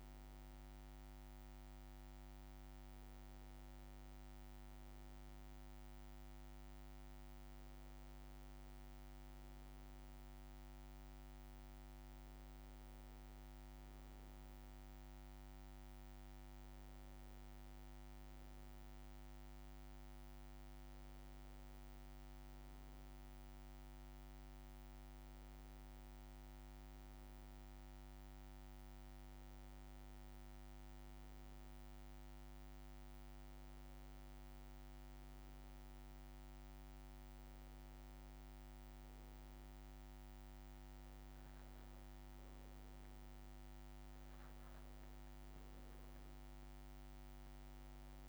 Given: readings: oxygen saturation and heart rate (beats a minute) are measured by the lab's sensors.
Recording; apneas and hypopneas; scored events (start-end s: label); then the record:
a person awake in a sleep study, hard to hear, by a microphone on the trachea; none
none scored
From the record:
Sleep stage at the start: awake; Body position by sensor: on the back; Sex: male